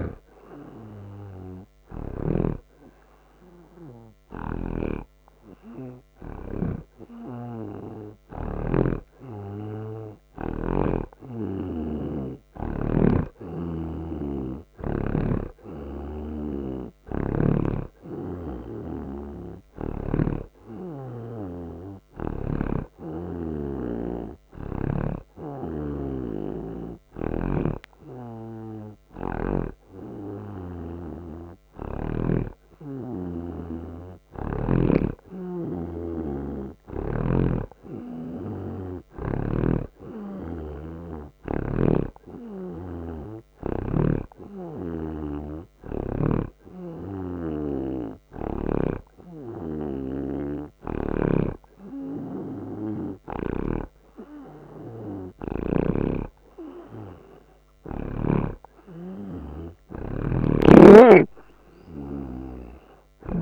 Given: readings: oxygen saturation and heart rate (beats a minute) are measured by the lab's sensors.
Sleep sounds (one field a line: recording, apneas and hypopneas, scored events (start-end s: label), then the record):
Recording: breathing in sleep by a microphone on the trachea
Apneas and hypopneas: none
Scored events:
8.50-13.00 s: snoring (device-marked)
27.00-32.50 s: snoring (device-marked)
39.50-44.00 s: snoring (device-marked)
43.50-54.50 s: oxygen desaturation (device-marked, oxygen 88% before, 84% lowest)
51.00-56.00 s: snoring (device-marked)
From the record:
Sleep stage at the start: N2 (light sleep)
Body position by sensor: on the right side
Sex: male